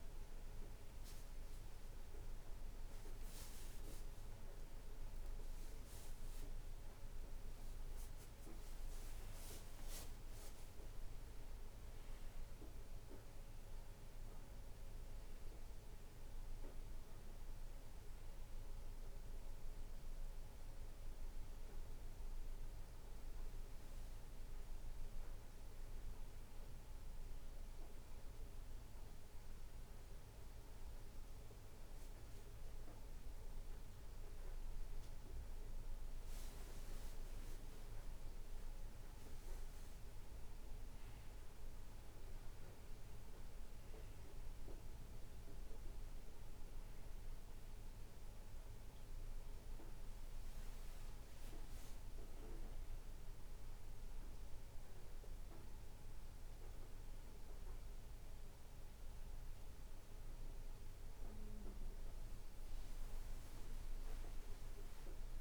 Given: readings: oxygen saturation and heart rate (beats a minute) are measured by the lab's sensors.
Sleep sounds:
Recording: breathing in sleep, hard to hear, by a room microphone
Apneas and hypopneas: 1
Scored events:
17.50-21.00 s: arousal
27.00-38.00 s: hypopnea (oxygen 96% before, 95% lowest, heart rate 66 before, 60 extreme, up 8 after)
40.50-45.00 s: arousal
47.00-65.41 s: new sleep stage, N2 (light sleep)
From the record:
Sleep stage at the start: N1 (lightest sleep)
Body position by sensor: on the back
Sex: male

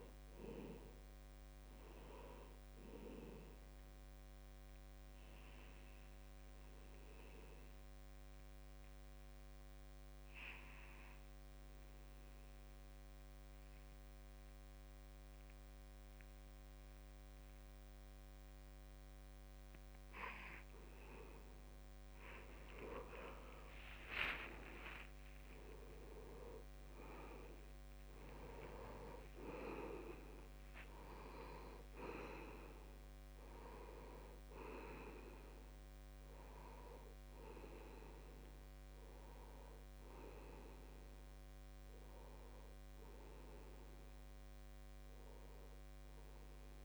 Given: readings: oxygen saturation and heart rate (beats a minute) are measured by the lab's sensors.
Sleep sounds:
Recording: breathing in sleep by a microphone on the trachea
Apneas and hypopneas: 1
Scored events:
1.50-5.00 s: arousal
7.00-20.50 s: obstructive apnea (oxygen 98% before, 88% lowest, heart rate 74 before, 58 extreme, up 30 after)
12.50-16.50 s: bradycardia (device-marked, heart rate 75 before, 59 extreme)
22.50-34.50 s: oxygen desaturation (device-marked, oxygen 96% before, 90% lowest, heart rate 63 before, 69 extreme)
23.00-27.50 s: arousal
27.50-29.50 s: long interval between heartbeats (device-marked, heart rate 64 before, 88 extreme)
30.00-32.00 s: long interval between heartbeats (device-marked, heart rate 67 before, 107 extreme)
39.50-46.50 s: oxygen desaturation (device-marked, oxygen 92% before, 88% lowest, heart rate 84 before, 68 extreme)
From the record:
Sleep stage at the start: N2 (light sleep)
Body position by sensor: on the back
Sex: male

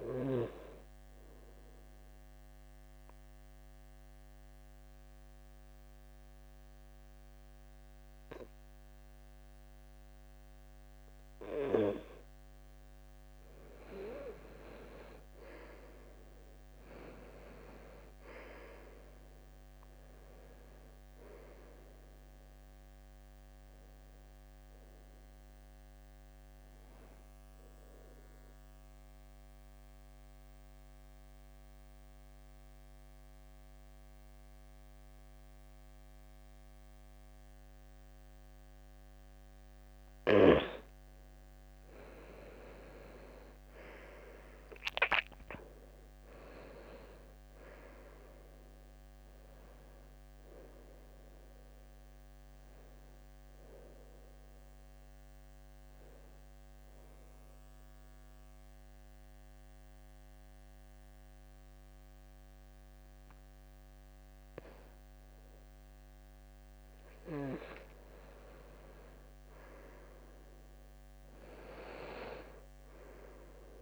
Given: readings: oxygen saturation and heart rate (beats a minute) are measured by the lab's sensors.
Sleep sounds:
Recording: breathing in sleep by a microphone on the trachea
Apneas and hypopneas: 3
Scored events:
0.50-12.50 s: obstructive apnea (oxygen 94% before, 91% lowest, heart rate 73 before, 73 extreme, up 4 after)
16.50-20.50 s: arousal
27.00-40.50 s: mixed apnea (oxygen 95% before, 91% lowest, heart rate 77 before, 71 extreme, up 6 after)
35.50-45.50 s: oxygen desaturation (device-marked, oxygen 94% before, 91% lowest, heart rate 76 before, 71 extreme)
45.50-49.50 s: arousal
54.50-66.50 s: mixed apnea (oxygen 97% before, 91% lowest, heart rate 75 before, 68 extreme, up 2 after)
63.50-71.50 s: oxygen desaturation (device-marked, oxygen 95% before, 91% lowest, heart rate 75 before, 67 extreme)
69.00-72.00 s: arousal
From the record:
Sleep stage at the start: N2 (light sleep)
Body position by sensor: on the back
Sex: male

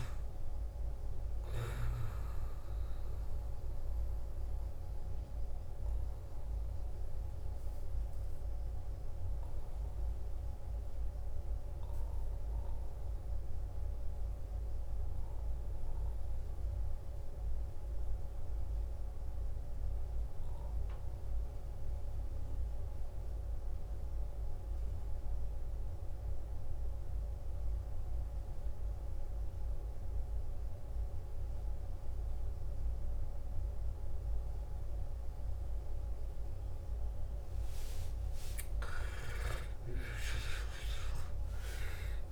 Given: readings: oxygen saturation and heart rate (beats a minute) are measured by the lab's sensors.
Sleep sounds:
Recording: breathing in sleep by a room microphone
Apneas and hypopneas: 1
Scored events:
0.00-16.00 s: oxygen desaturation (device-marked, oxygen 86% lowest, heart rate 55 extreme)
3.00-37.50 s: mixed apnea (oxygen 94% before, 87% lowest, heart rate 67 before, 55 extreme, up 14 after)
31.00-42.32 s: oxygen desaturation (device-marked, oxygen 98% before, 88% lowest, heart rate 56 before, 52 extreme)
38.50-42.32 s: arousal
From the record:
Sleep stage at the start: N2 (light sleep)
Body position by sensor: on the back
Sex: male

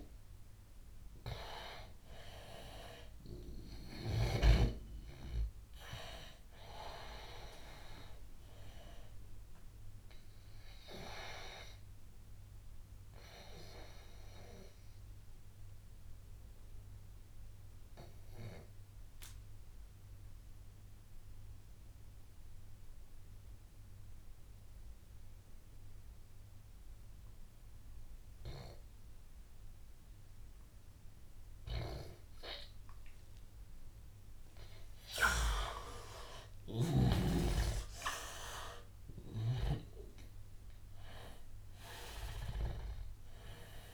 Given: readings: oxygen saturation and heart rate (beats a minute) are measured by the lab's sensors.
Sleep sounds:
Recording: breathing in sleep by a room microphone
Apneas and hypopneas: 1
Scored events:
0.00-20.00 s: oxygen desaturation (device-marked, oxygen 84% lowest, heart rate 84 extreme)
11.00-35.00 s: obstructive apnea (oxygen 98% before, 84% lowest, heart rate 90 before, 84 extreme, up 7 after)
32.00-43.94 s: oxygen desaturation (device-marked, oxygen 99% before, 86% lowest, heart rate 88 before, 90 extreme)
From the record:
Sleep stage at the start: N2 (light sleep)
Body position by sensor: on the back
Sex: male

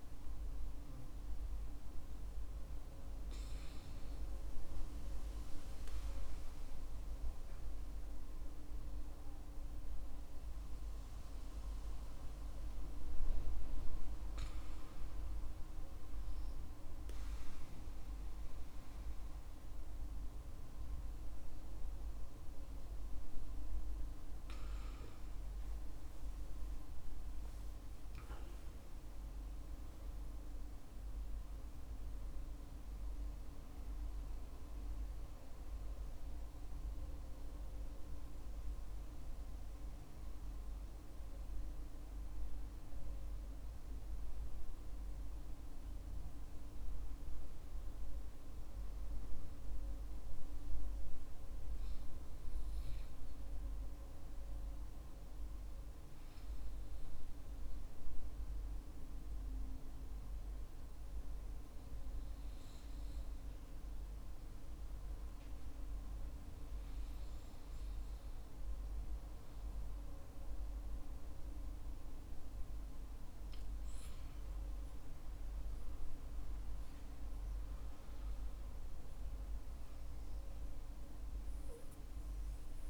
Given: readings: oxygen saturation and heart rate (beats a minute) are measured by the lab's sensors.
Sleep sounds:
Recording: breathing in sleep, hard to hear, by a room microphone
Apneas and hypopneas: 2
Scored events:
3.00-24.00 s: hypopnea (oxygen 94% before, 92% lowest, heart rate 59 before, 53 extreme, up 9 after)
25.00-30.00 s: arousal
51.00-75.50 s: hypopnea (oxygen 95% before, 93% lowest, heart rate 63 before, 55 extreme, up 1 after)
66.00-82.90 s: oxygen desaturation (device-marked, oxygen 97% before, 93% lowest, heart rate 59 before, 54 extreme)
From the record:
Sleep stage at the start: N2 (light sleep)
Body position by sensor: on the back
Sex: male

